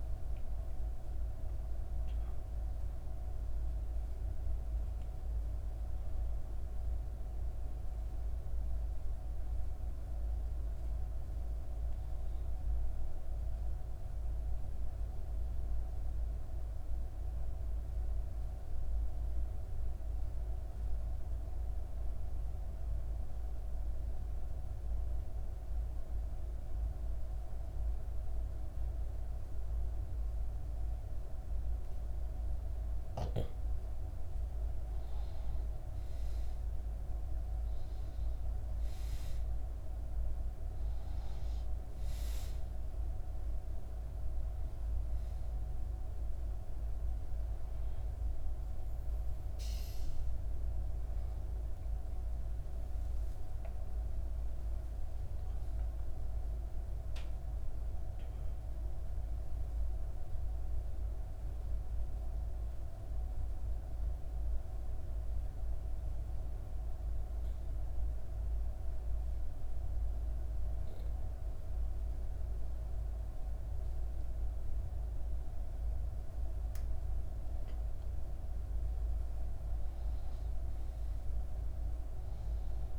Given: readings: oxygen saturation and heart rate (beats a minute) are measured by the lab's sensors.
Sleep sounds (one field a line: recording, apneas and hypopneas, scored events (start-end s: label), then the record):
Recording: breathing in sleep, hard to hear, by a room microphone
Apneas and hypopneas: 2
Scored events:
0.00-3.50 s: oxygen desaturation (device-marked, oxygen 94% lowest, heart rate 60 extreme)
6.50-10.00 s: arousal
13.50-33.00 s: obstructive apnea (oxygen 98% before, 89% lowest, heart rate 65 before, 60 extreme, up 5 after)
28.50-64.50 s: oxygen desaturation (device-marked, oxygen 98% before, 89% lowest, heart rate 61 before, 59 extreme)
36.00-41.00 s: arousal
62.00-78.00 s: obstructive apnea (oxygen 95% before, 90% lowest, heart rate 64 before, 59 extreme, up 5 after)
76.50-82.99 s: oxygen desaturation (device-marked, oxygen 98% before, 90% lowest, heart rate 63 before, 59 extreme)
80.00-82.99 s: arousal
From the record:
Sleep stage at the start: N2 (light sleep)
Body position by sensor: on the back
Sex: female